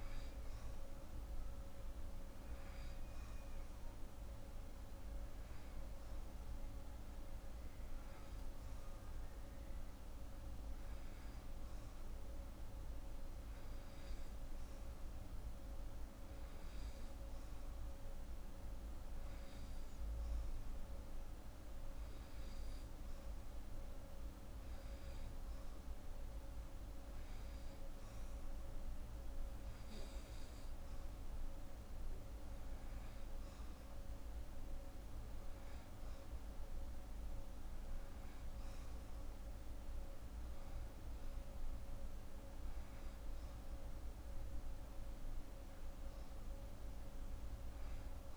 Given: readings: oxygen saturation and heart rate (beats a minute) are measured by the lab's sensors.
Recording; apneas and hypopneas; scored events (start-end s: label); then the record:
breathing in sleep, hard to hear, by a room microphone; none
none scored
From the record:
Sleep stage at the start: N2 (light sleep); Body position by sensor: on the right side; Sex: female